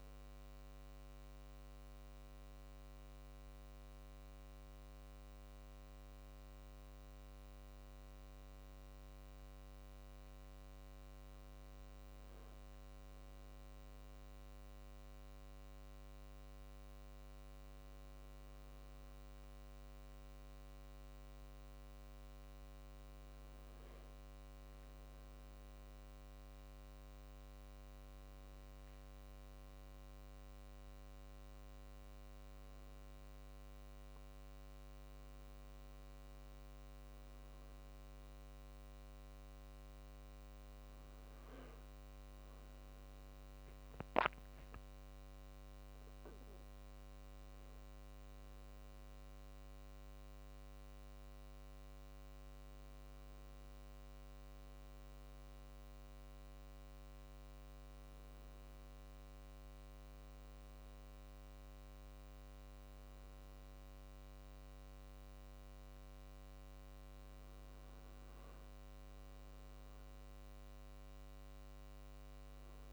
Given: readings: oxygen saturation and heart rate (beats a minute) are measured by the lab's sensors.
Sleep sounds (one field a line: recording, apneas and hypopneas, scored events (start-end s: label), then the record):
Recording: breathing in sleep, hard to hear, by a microphone on the trachea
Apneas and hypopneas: none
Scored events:
37.00-39.00 s: long interval between heartbeats (device-marked, heart rate 51 before, 58 extreme)
39.50-43.50 s: arousal
From the record:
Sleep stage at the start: N1 (lightest sleep)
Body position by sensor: on the right side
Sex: male